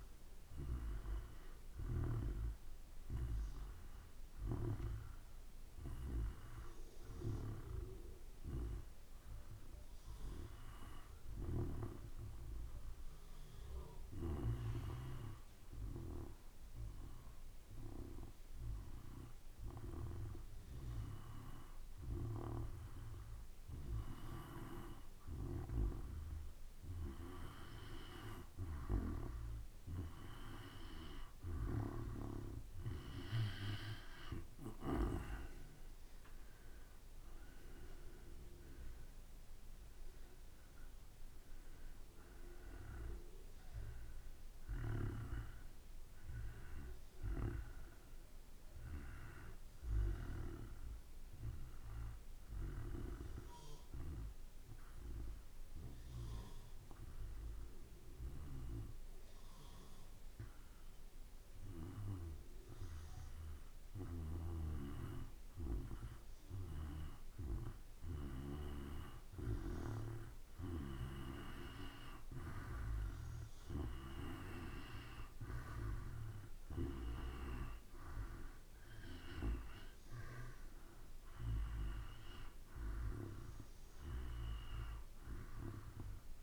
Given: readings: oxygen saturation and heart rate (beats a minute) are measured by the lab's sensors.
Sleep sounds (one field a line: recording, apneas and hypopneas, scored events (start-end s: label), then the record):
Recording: breathing in sleep by a room microphone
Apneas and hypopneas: 2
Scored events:
0.00-3.00 s: arousal
13.50-26.00 s: hypopnea (oxygen 94% before, 90% lowest, heart rate 56 before, 54 extreme, up 4 after)
31.00-48.00 s: oxygen desaturation (device-marked, oxygen 95% before, 91% lowest, heart rate 55 before, 53 extreme)
34.00-39.00 s: arousal
54.00-68.50 s: hypopnea (oxygen 94% before, 90% lowest, heart rate 57 before, 53 extreme, up 4 after)
71.00-86.43 s: oxygen desaturation (device-marked, oxygen 96% before, 90% lowest, heart rate 54 before, 55 extreme)
71.50-76.50 s: arousal
From the record:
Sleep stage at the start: N2 (light sleep)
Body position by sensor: on the back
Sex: male